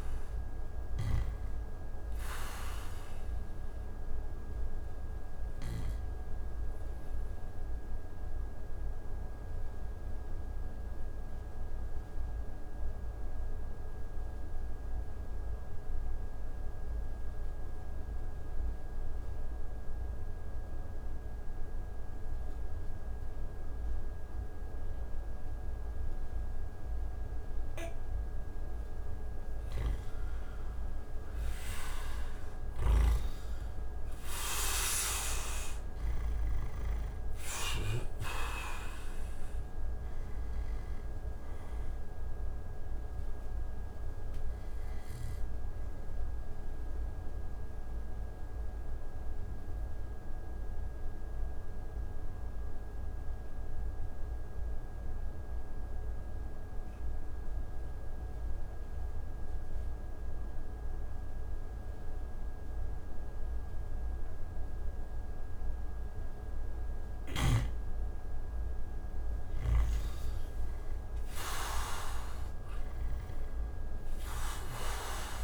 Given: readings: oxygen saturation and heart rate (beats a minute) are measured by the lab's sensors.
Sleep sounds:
breathing in sleep by a room microphone; 2
0.00-22.00 s: oxygen desaturation (device-marked, oxygen 85% lowest)
3.50-29.00 s: obstructive apnea (oxygen 98% before, 84% lowest)
29.50-38.00 s: snoring (device-marked)
32.50-36.50 s: arousal
35.00-60.00 s: oxygen desaturation (device-marked, oxygen 97% before, 84% lowest)
47.00-66.00 s: obstructive apnea (oxygen 98% before, 84% lowest)
68.50-72.00 s: arousal
74.00-75.44 s: oxygen desaturation (device-marked, oxygen 98% before, 85% lowest)
From the record:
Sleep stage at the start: N2 (light sleep); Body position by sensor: on the back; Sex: male

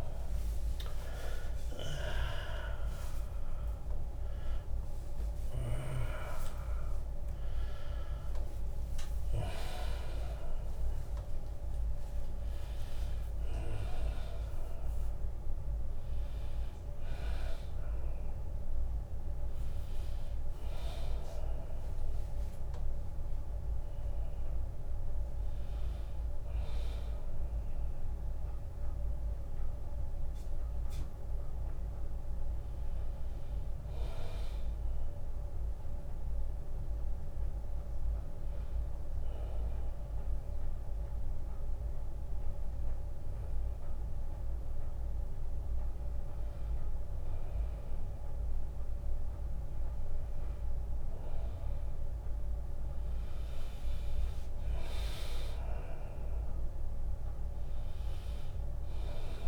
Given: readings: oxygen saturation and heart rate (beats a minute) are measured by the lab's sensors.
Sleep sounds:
a person partly awake in a sleep study, by a room microphone; 1
0.00-13.50 s: drop in pulse transit time (device-marked, heart rate 78 extreme)
0.00-13.50 s: tachycardia (device-marked, heart rate 140 extreme)
0.50-2.50 s: long interval between heartbeats (device-marked, heart rate 99 before, 111 extreme)
3.00-5.00 s: long interval between heartbeats (device-marked, heart rate 103 before, 126 extreme)
3.50-19.50 s: oxygen desaturation (device-marked, oxygen 96% before, 88% lowest, heart rate 106 before, 71 extreme)
9.50-11.50 s: long interval between heartbeats (device-marked, heart rate 120 before, 128 extreme)
25.50-59.47 s: new sleep stage, N2 (light sleep)
28.00-30.00 s: long interval between heartbeats (device-marked, heart rate 101 before, 88 extreme)
35.00-46.00 s: hypopnea (oxygen 100% before, 94% lowest, heart rate 86 before, 69 extreme, up 7 after)
49.00-53.00 s: arousal
49.50-59.47 s: oxygen desaturation (device-marked, oxygen 100% before, 94% lowest, heart rate 76 before, 64 extreme)
From the record:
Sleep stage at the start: awake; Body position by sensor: on the back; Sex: male

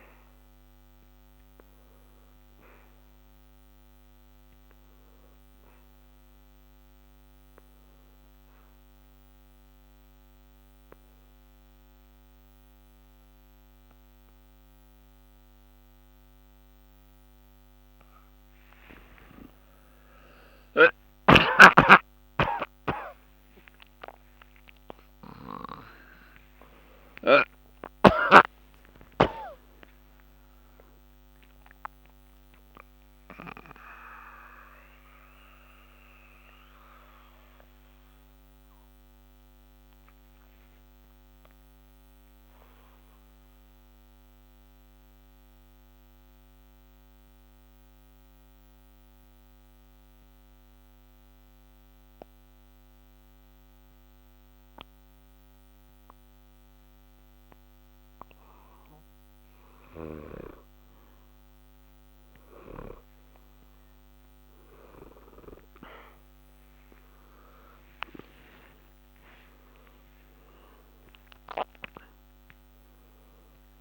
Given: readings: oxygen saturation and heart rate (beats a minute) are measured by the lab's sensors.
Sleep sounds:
breathing in sleep by a microphone on the trachea; 2
2.00-17.00 s: hypopnea (oxygen 91% before, 87% lowest, heart rate 61 before, 60 extreme, up 10 after)
4.50-23.50 s: oxygen desaturation (device-marked, oxygen 90% before, 87% lowest, heart rate 61 before, 60 extreme)
6.50-66.50 s: new sleep stage, N1 (lightest sleep)
22.00-28.00 s: arousal
36.00-60.50 s: obstructive apnea (oxygen 94% before, 87% lowest, heart rate 68 before, 60 extreme, up 0 after)
65.50-73.81 s: oxygen desaturation (device-marked, oxygen 96% before, 87% lowest, heart rate 62 before, 61 extreme)
66.50-73.81 s: new sleep stage, N2 (light sleep)
From the record:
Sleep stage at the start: N2 (light sleep); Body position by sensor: on the back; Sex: male

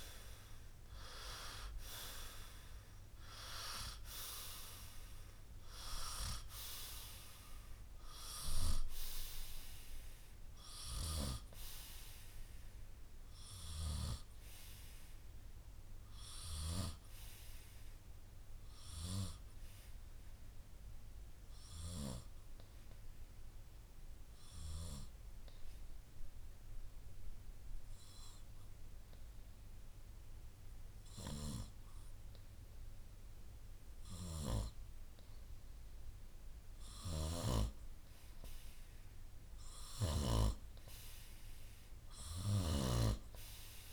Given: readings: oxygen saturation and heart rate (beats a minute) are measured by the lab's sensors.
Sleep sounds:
breathing in sleep by a room microphone; 1
0.00-10.50 s: oxygen desaturation (device-marked, oxygen 90% lowest, heart rate 59 extreme)
25.00-37.00 s: obstructive apnea (oxygen 93% before, 91% lowest, heart rate 64 before, 60 extreme, up 5 after)
From the record:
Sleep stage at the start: N2 (light sleep); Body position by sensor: on the right side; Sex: male

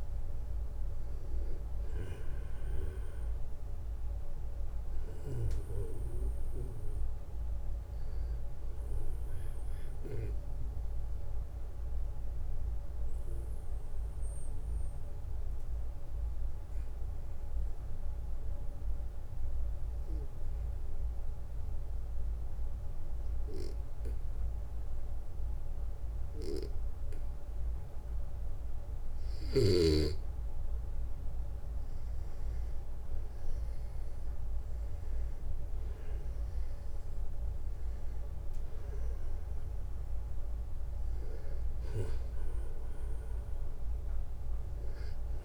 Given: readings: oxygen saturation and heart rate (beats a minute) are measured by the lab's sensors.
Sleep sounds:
breathing in sleep by a room microphone; 1
0.00-1.50 s: oxygen desaturation (device-marked, oxygen 95% lowest, heart rate 55 extreme)
10.50-22.50 s: oxygen desaturation (device-marked, oxygen 95% before, 92% lowest, heart rate 64 before, 56 extreme)
13.50-27.00 s: obstructive apnea (oxygen 97% before, 92% lowest, heart rate 63 before, 58 extreme, up 6 after)
31.00-35.50 s: arousal
From the record:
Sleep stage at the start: N2 (light sleep); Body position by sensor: on the back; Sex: male

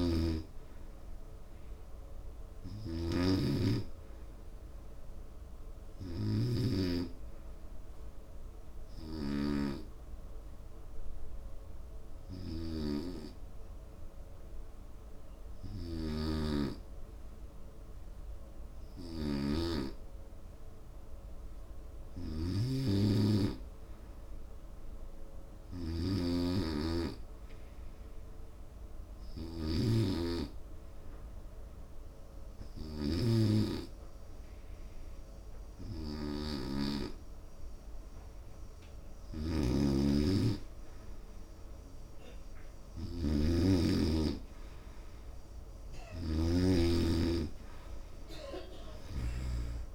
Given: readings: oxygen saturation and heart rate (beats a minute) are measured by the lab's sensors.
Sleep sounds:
breathing in sleep by a room microphone; 2
1.50-15.00 s: hypopnea (oxygen 93% before, 89% lowest, heart rate 80 before, 69 extreme)
19.50-23.50 s: arousal
33.00-44.50 s: hypopnea (oxygen 96% before, 89% lowest, heart rate 71 before, 72 extreme, up 10 after)
40.00-47.00 s: snoring (device-marked)
43.50-49.95 s: oxygen desaturation (device-marked, oxygen 95% before, 90% lowest, heart rate 71 before, 72 extreme)
From the record:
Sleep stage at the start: N2 (light sleep); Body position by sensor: on the right side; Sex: male

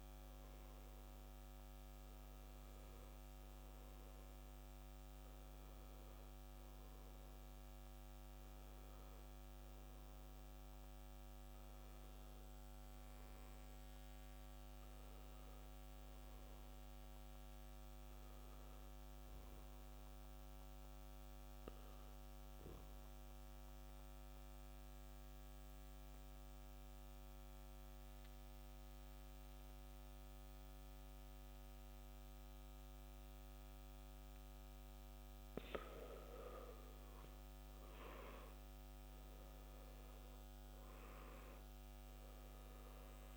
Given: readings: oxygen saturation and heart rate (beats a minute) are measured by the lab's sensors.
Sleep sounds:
breathing in sleep, hard to hear, by a microphone on the trachea; 1
21.50-37.50 s: obstructive apnea (oxygen 96% before, 92% lowest, heart rate 57 before, 49 extreme, up 11 after)
41.00-43.36 s: arousal
From the record:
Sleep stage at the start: N2 (light sleep); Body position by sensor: on the back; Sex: male

